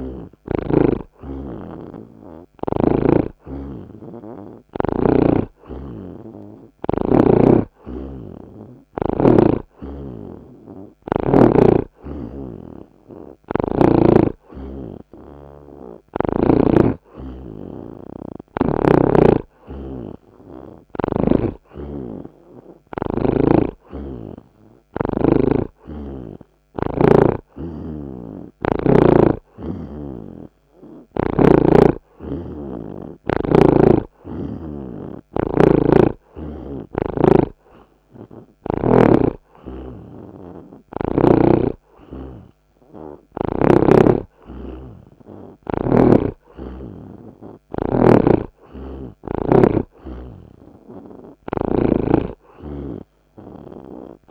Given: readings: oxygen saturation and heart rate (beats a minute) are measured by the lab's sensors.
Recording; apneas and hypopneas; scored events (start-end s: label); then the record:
breathing in sleep by a microphone on the trachea; none
10.00-14.00 s: snoring (device-marked)
18.50-34.50 s: oxygen desaturation (device-marked, oxygen 83% before, 79% lowest)
41.50-53.50 s: oxygen desaturation (device-marked, oxygen 83% before, 79% lowest)
48.50-54.31 s: snoring (device-marked)
From the record:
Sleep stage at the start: N2 (light sleep); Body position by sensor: on the right side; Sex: male